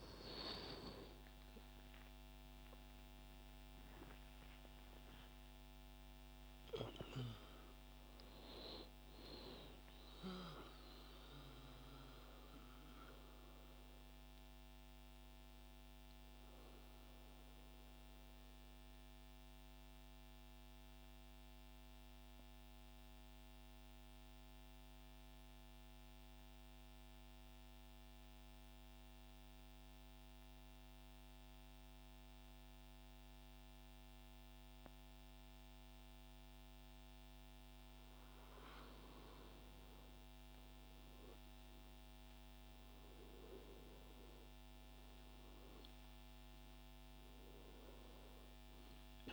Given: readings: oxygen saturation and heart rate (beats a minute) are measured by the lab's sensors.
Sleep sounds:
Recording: breathing in sleep by a microphone on the trachea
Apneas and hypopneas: 1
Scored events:
0.00-3.00 s: arousal
0.00-5.50 s: oxygen desaturation (device-marked, oxygen 92% lowest)
16.50-37.50 s: central apnea (oxygen 97% before, 89% lowest, heart rate 84 before, 31 extreme, up 13 after)
18.50-30.50 s: oxygen desaturation (device-marked, oxygen 95% before, 89% lowest, heart rate 79 before, 57 extreme)
39.50-43.00 s: arousal
39.50-49.33 s: oxygen desaturation (device-marked, oxygen 100% before, 93% lowest, heart rate 146 before, 99 extreme)
From the record:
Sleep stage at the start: N2 (light sleep)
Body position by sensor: on the right side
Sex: male

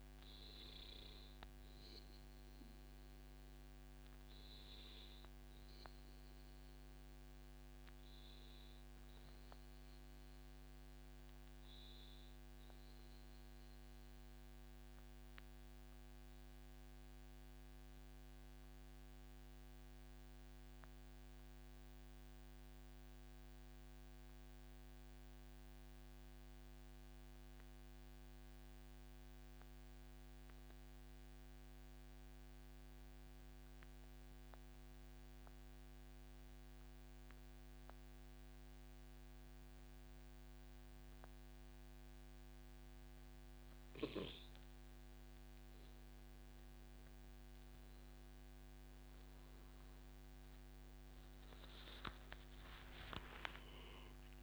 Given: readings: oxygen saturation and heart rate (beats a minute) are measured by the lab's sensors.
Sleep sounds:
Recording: breathing in sleep, hard to hear, by a microphone on the trachea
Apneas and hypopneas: 1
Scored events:
0.00-1.00 s: oxygen desaturation (device-marked, oxygen 93% lowest, heart rate 121 extreme)
0.50-43.50 s: obstructive apnea (oxygen 98% before, 93% lowest, heart rate 135 before, 133 extreme, up 1 after)
48.50-52.50 s: arousal
51.00-54.43 s: oxygen desaturation (device-marked, oxygen 96% before, 93% lowest, heart rate 141 before, 78 extreme)
From the record:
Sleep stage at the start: N2 (light sleep)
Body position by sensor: on the back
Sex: male

